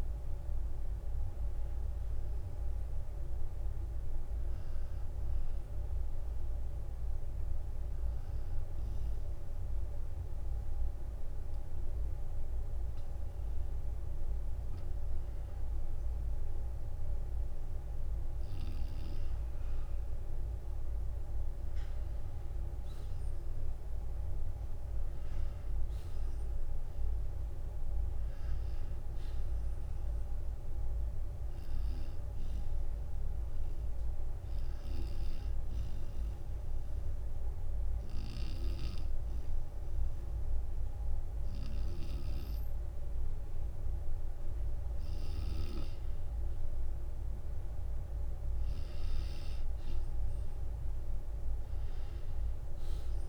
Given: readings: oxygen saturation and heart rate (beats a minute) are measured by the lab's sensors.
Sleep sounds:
breathing in sleep, hard to hear, by a room microphone; 2
0.00-9.00 s: oxygen desaturation (device-marked, oxygen 90% lowest, heart rate 48 extreme)
3.50-13.50 s: obstructive apnea (oxygen 94% before, 89% lowest, heart rate 58 before, 47 extreme, up 12 after)
10.50-12.50 s: long interval between heartbeats (device-marked, heart rate 58 before, 48 extreme)
19.50-24.50 s: arousal
32.50-45.50 s: obstructive apnea (oxygen 95% before, 89% lowest, heart rate 56 before, 49 extreme, up 9 after)
33.00-50.00 s: oxygen desaturation (device-marked, oxygen 95% before, 91% lowest, heart rate 57 before, 49 extreme)
41.00-43.00 s: long interval between heartbeats (device-marked, heart rate 56 before, 54 extreme)
From the record:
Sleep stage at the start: N2 (light sleep); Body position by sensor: on the back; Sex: male

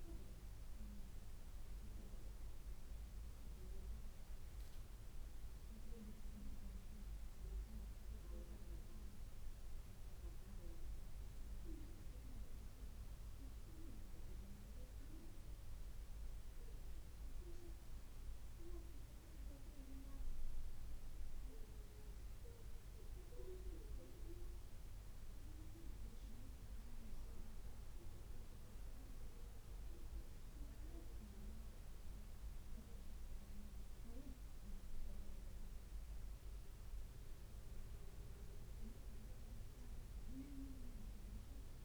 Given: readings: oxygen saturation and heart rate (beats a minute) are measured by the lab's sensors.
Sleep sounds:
breathing in sleep by a room microphone; none
none scored
From the record:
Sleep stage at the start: N1 (lightest sleep); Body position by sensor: on the right side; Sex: female

